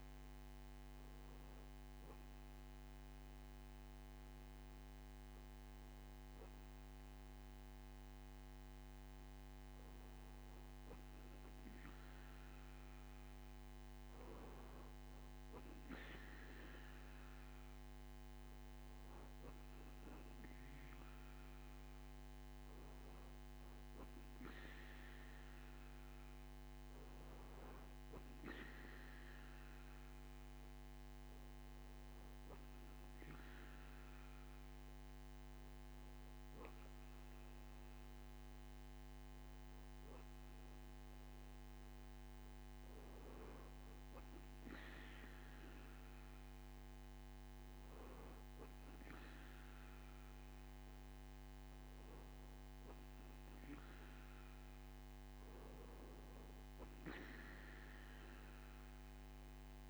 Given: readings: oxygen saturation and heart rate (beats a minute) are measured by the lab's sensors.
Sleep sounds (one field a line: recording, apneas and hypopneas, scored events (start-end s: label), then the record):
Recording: breathing in sleep, hard to hear, by a microphone on the trachea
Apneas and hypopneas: none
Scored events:
none scored
From the record:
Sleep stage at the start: REM sleep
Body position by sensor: on the right side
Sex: male